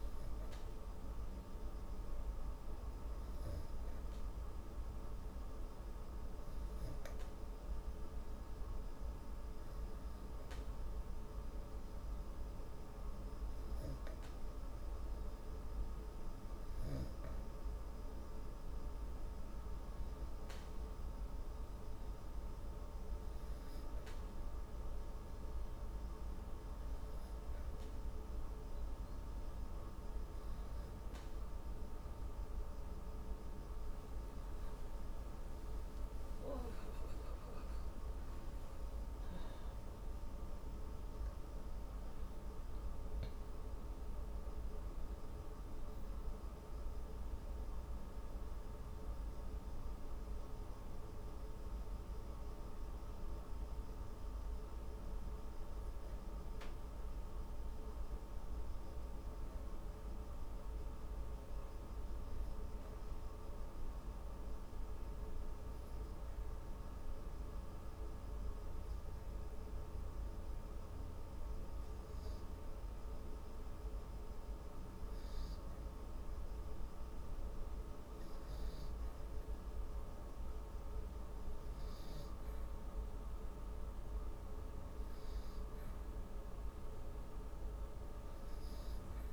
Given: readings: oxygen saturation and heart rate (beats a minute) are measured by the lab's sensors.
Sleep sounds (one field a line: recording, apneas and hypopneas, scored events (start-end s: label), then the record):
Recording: breathing in sleep, hard to hear, by a room microphone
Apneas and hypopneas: none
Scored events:
34.50-40.00 s: arousal
From the record:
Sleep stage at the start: N2 (light sleep)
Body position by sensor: on the back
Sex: female